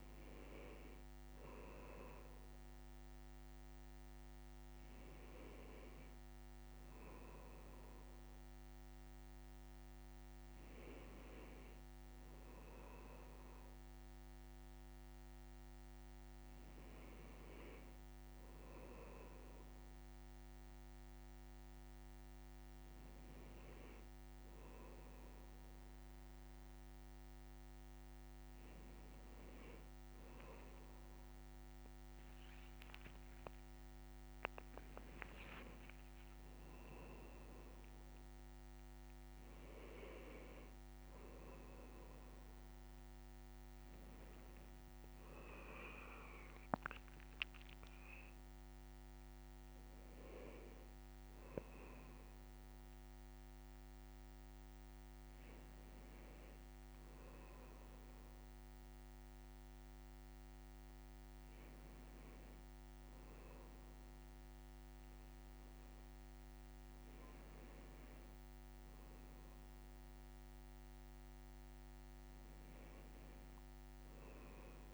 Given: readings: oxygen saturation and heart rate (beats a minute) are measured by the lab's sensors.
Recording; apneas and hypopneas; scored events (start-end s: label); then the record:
a person awake in a sleep study, by a microphone on the trachea; none
34.50-39.50 s: leg movement (device-marked)
37.00-74.94 s: new sleep stage, awake
42.50-43.50 s: leg movement (device-marked)
64.50-67.00 s: leg movement (device-marked)
From the record:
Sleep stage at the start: N1 (lightest sleep); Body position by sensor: on the left side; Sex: male